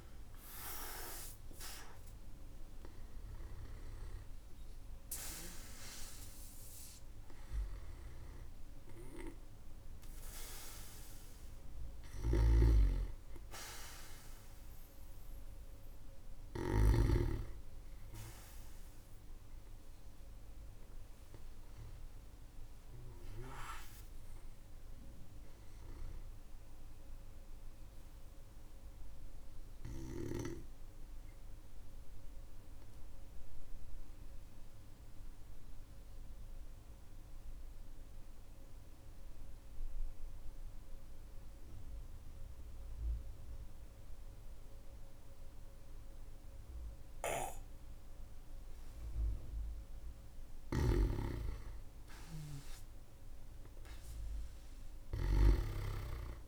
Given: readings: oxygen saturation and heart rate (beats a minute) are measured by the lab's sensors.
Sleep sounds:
breathing in sleep by a room microphone; 1
0.00-1.50 s: arousal
2.50-28.50 s: oxygen desaturation (device-marked, oxygen 98% before, 94% lowest, heart rate 57 before, 43 extreme)
11.50-16.50 s: snoring (device-marked)
28.50-49.00 s: obstructive apnea (oxygen 98% before, 93% lowest, heart rate 53 before, 44 extreme, up 17 after)
50.00-56.48 s: snoring (device-marked)
50.50-54.00 s: arousal
54.50-56.48 s: oxygen desaturation (device-marked, oxygen 99% before, 93% lowest, heart rate 55 before, 44 extreme)
From the record:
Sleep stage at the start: N2 (light sleep); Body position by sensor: on the back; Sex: male

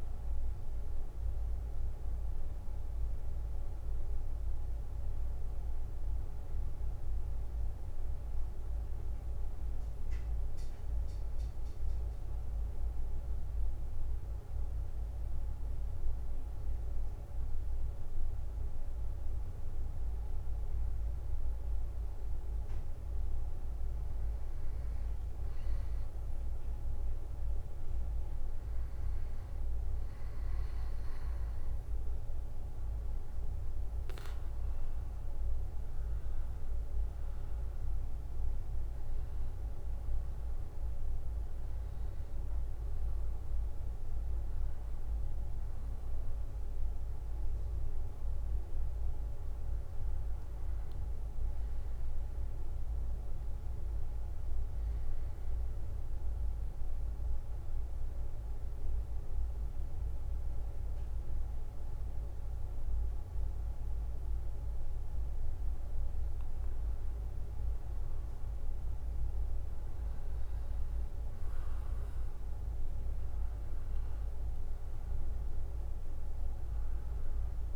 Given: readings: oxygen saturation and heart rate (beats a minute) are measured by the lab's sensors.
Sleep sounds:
breathing in sleep, hard to hear, by a room microphone; 3
12.50-22.50 s: mixed apnea (oxygen 98% before, 93% lowest, heart rate 59 before, 58 extreme, up 7 after)
14.00-44.00 s: oxygen desaturation (device-marked, oxygen 98% before, 93% lowest, heart rate 59 before, 58 extreme)
25.00-29.00 s: arousal
38.50-49.50 s: hypopnea (oxygen 98% before, 93% lowest, heart rate 63 before, 61 extreme, up 3 after)
51.50-55.00 s: arousal
57.00-67.00 s: obstructive apnea (oxygen 95% before, 93% lowest, heart rate 65 before, 59 extreme, up 5 after)
68.50-72.50 s: arousal
From the record:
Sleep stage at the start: N2 (light sleep); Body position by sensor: on the back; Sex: male

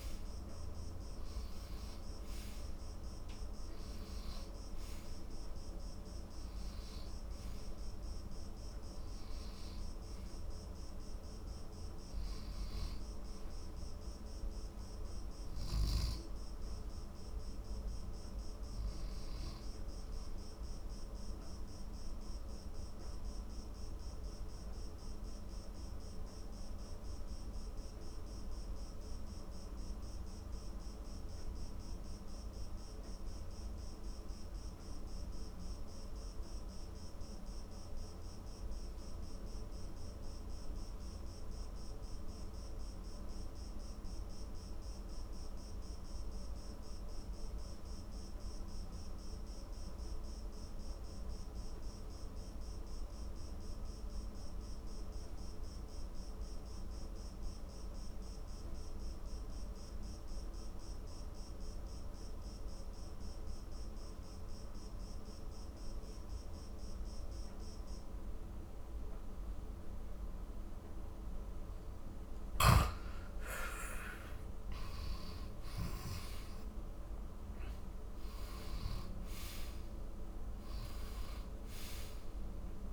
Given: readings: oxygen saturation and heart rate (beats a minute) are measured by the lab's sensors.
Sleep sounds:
breathing in sleep, hard to hear, by a room microphone; 1
0.00-33.00 s: oxygen desaturation (device-marked, oxygen 87% lowest, heart rate 44 extreme)
21.00-70.50 s: mixed apnea (oxygen 95% before, 86% lowest, heart rate 63 before, 44 extreme, up 21 after)
63.00-82.93 s: oxygen desaturation (device-marked, oxygen 97% before, 86% lowest, heart rate 53 before, 48 extreme)
72.00-76.50 s: arousal
From the record:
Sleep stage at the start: N2 (light sleep); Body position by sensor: on the back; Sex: male

